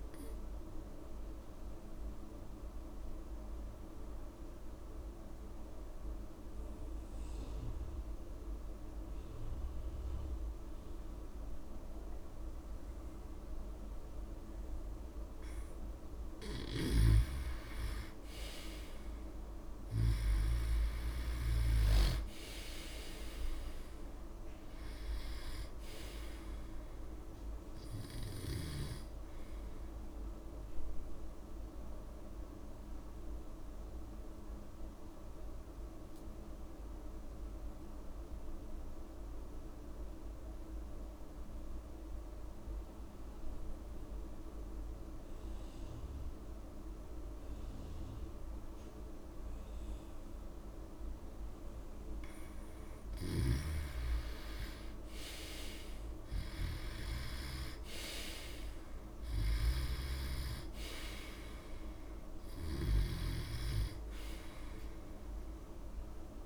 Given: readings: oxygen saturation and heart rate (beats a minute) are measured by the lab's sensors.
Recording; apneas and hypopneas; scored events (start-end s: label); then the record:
breathing in sleep, hard to hear, by a room microphone; 2
0.00-12.50 s: oxygen desaturation (device-marked, oxygen 92% lowest)
0.50-15.50 s: obstructive apnea (oxygen 98% before, 87% lowest)
18.00-21.50 s: arousal
23.50-43.50 s: oxygen desaturation (device-marked, oxygen 97% before, 89% lowest)
30.50-51.50 s: obstructive apnea (oxygen 97% before, 87% lowest)
54.50-66.46 s: oxygen desaturation (device-marked, oxygen 98% before, 87% lowest)
55.00-58.00 s: arousal
From the record:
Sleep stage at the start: N2 (light sleep); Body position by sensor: on the back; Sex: male